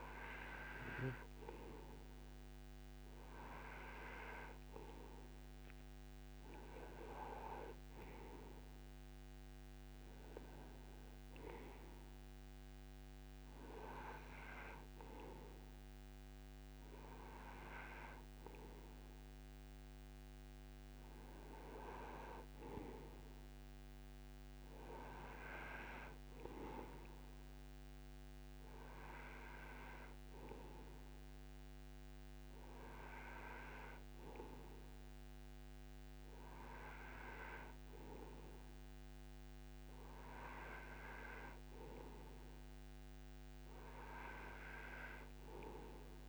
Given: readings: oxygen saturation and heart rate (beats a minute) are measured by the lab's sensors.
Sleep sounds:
breathing in sleep by a microphone on the trachea; none
none scored
From the record:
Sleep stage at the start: N2 (light sleep); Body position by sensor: on the right side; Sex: male

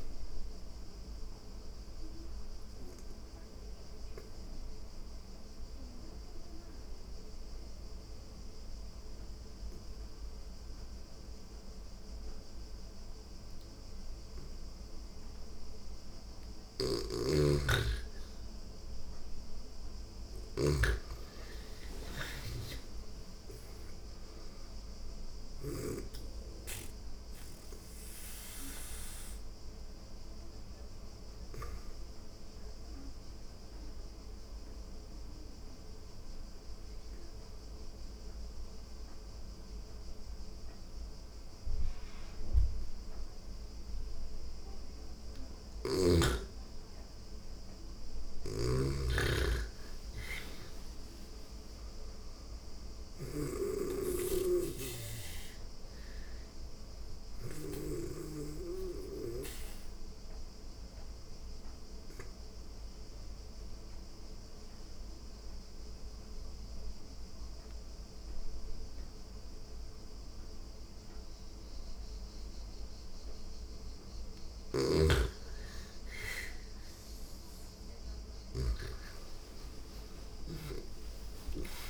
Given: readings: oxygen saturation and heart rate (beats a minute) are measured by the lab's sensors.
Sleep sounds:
breathing in sleep by a room microphone; 3
0.00-12.00 s: oxygen desaturation (device-marked, oxygen 84% lowest, heart rate 86 extreme)
1.00-15.50 s: obstructive apnea (oxygen 98% before, 84% lowest, heart rate 87 before, 86 extreme, up 5 after)
16.00-25.00 s: snoring (device-marked)
17.50-21.50 s: arousal
24.00-41.00 s: oxygen desaturation (device-marked, oxygen 99% before, 88% lowest, heart rate 88 before, 85 extreme)
32.00-44.50 s: obstructive apnea (oxygen 99% before, 88% lowest, heart rate 89 before, 85 extreme, up 2 after)
46.50-50.00 s: arousal
47.50-57.00 s: snoring (device-marked)
52.00-68.00 s: oxygen desaturation (device-marked, oxygen 99% before, 89% lowest, heart rate 87 before, 87 extreme)
56.50-74.00 s: obstructive apnea (oxygen 99% before, 85% lowest, heart rate 87 before, 85 extreme, up 4 after)
74.00-78.00 s: snoring (device-marked)
76.00-80.00 s: arousal
From the record:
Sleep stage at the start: N2 (light sleep); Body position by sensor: on the back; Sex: female

